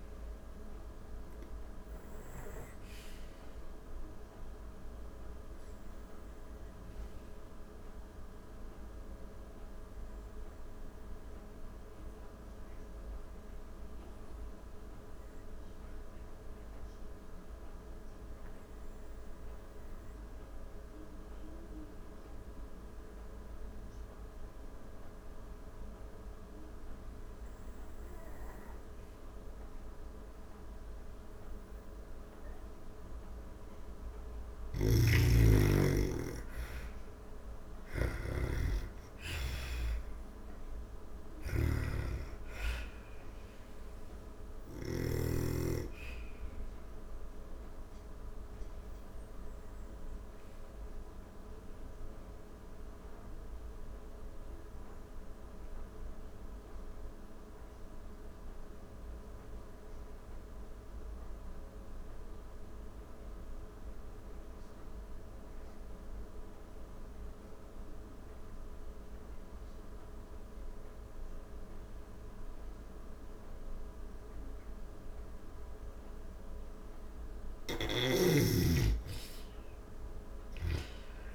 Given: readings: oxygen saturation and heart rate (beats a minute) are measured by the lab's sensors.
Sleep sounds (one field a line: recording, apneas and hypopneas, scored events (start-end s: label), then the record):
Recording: breathing in sleep by a room microphone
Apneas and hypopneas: 2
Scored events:
0.00-20.50 s: oxygen desaturation (device-marked, oxygen 84% lowest)
8.50-32.00 s: obstructive apnea (oxygen 98% before, 80% lowest)
27.50-65.50 s: oxygen desaturation (device-marked, oxygen 97% before, 80% lowest)
33.50-44.00 s: snoring (device-marked)
34.50-40.00 s: arousal
49.50-75.00 s: obstructive apnea (oxygen 97% before, 80% lowest)
74.50-81.35 s: oxygen desaturation (device-marked, oxygen 98% before, 80% lowest)
78.00-81.35 s: arousal
From the record:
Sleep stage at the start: N2 (light sleep)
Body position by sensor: on the back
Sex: female